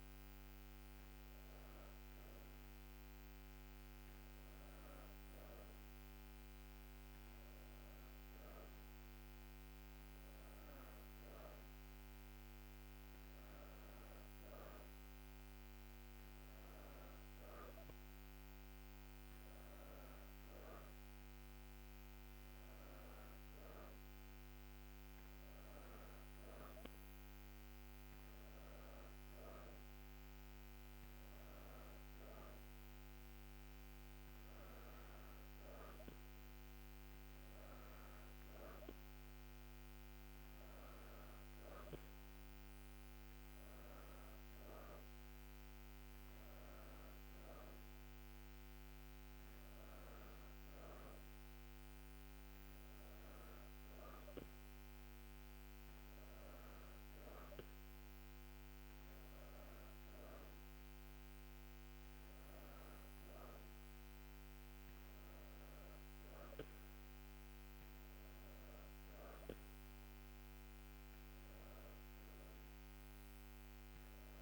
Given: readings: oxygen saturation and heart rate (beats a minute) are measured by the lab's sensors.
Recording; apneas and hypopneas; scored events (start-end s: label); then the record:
breathing in sleep, hard to hear, by a microphone on the trachea; none
none scored
From the record:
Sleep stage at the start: N2 (light sleep); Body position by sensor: on the back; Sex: female